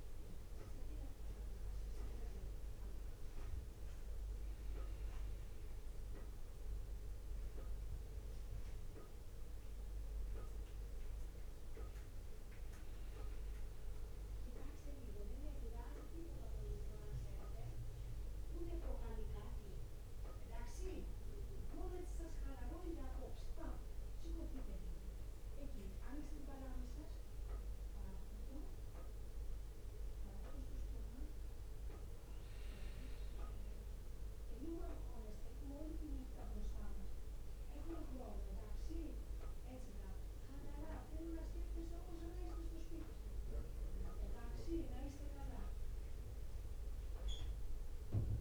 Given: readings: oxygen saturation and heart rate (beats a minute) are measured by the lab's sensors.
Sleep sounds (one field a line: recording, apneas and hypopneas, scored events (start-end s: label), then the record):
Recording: breathing in sleep by a room microphone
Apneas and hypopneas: 1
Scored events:
10.50-13.50 s: arousal
16.00-30.00 s: obstructive apnea (oxygen 96% before, 94% lowest, heart rate 63 before, 61 extreme, up 3 after)
36.00-40.50 s: arousal
From the record:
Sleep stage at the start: N2 (light sleep)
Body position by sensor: on the back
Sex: male